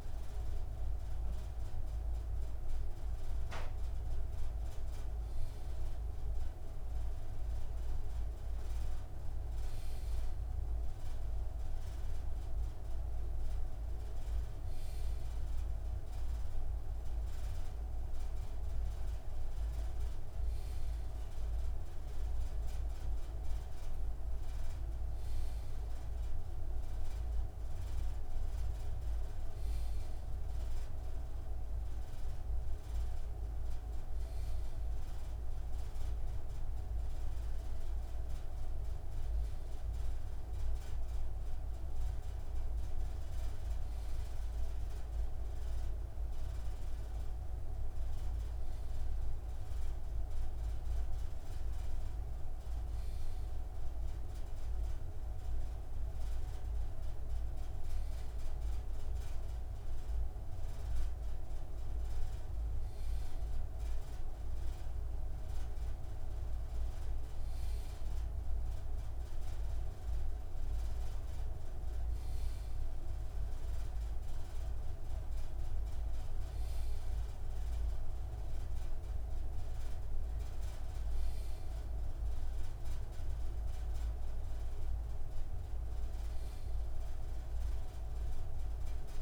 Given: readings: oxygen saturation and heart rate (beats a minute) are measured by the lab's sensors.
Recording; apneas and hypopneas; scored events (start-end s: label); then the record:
breathing in sleep, hard to hear, by a room microphone; none
53.00-58.00 s: arousal
From the record:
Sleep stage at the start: N2 (light sleep); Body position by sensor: on the left side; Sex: male